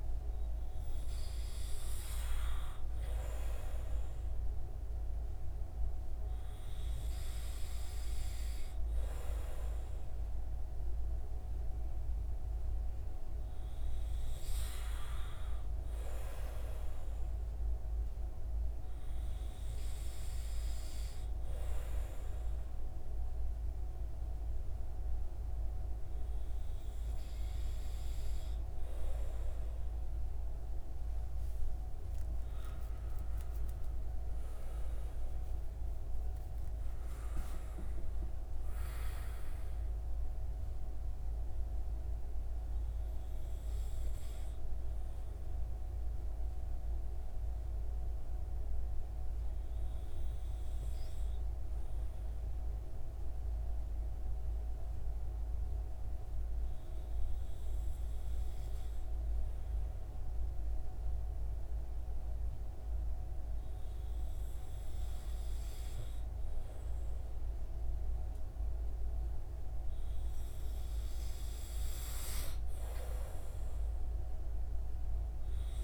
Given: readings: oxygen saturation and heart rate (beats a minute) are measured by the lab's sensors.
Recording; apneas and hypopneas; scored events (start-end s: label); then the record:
breathing in sleep, hard to hear, by a room microphone; 1
42.00-61.50 s: hypopnea (oxygen 96% before, 93% lowest)
64.00-67.00 s: arousal
From the record:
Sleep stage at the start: N2 (light sleep); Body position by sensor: on the right side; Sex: male